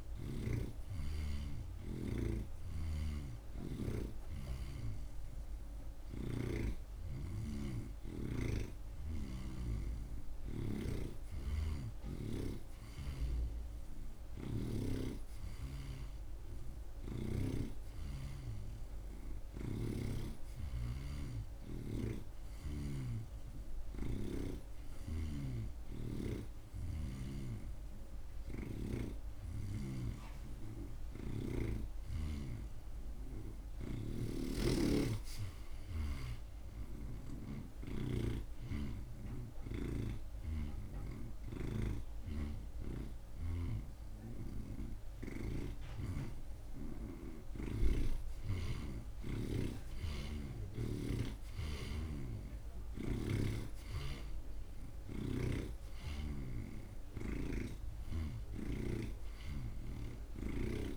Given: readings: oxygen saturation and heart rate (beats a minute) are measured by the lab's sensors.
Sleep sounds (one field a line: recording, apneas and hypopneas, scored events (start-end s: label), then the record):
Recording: breathing in sleep by a room microphone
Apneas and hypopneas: none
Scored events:
2.50-10.00 s: snoring (device-marked)
27.00-32.00 s: snoring (device-marked)
34.00-38.50 s: snoring (device-marked)
40.50-44.00 s: snoring (device-marked)
53.50-60.97 s: snoring (device-marked)
From the record:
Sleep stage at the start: N2 (light sleep)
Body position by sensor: on the right side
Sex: male